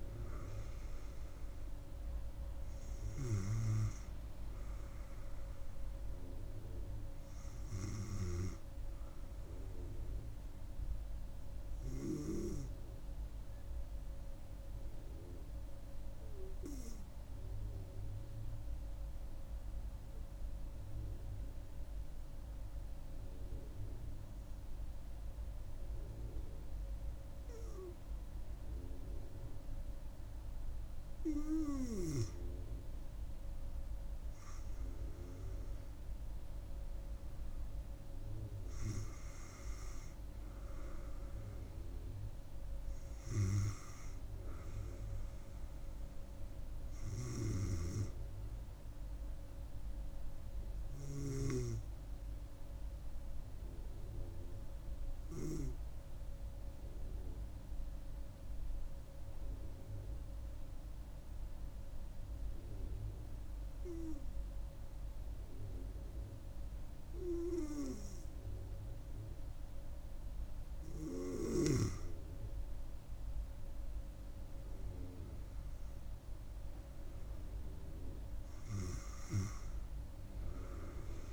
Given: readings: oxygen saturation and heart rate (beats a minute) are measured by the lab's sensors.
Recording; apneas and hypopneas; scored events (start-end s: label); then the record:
breathing in sleep by a room microphone; 2
0.00-16.00 s: oxygen desaturation (device-marked, oxygen 91% lowest)
16.50-30.50 s: obstructive apnea (oxygen 96% before, 91% lowest)
32.50-35.50 s: arousal
34.00-53.00 s: oxygen desaturation (device-marked, oxygen 96% before, 91% lowest)
52.50-70.50 s: hypopnea (oxygen 96% before, 92% lowest)
74.00-81.33 s: oxygen desaturation (device-marked, oxygen 96% before, 92% lowest)
75.50-79.00 s: arousal
From the record:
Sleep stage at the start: N2 (light sleep); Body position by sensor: on the right side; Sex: female